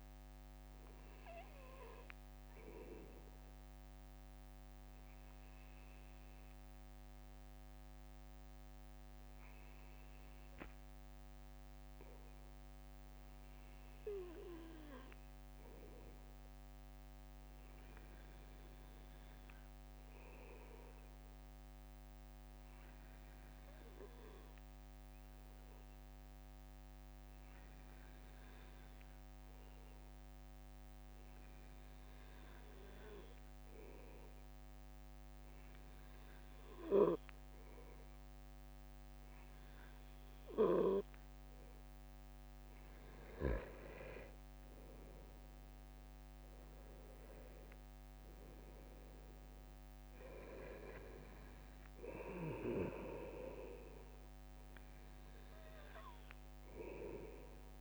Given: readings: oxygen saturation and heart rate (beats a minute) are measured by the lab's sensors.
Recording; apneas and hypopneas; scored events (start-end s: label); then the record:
breathing in sleep by a microphone on the trachea; 1
3.00-40.00 s: obstructive apnea (oxygen 97% before, 95% lowest, heart rate 66 before, 61 extreme, up 4 after)
43.50-46.50 s: arousal
From the record:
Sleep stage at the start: N2 (light sleep); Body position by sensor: on the right side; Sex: male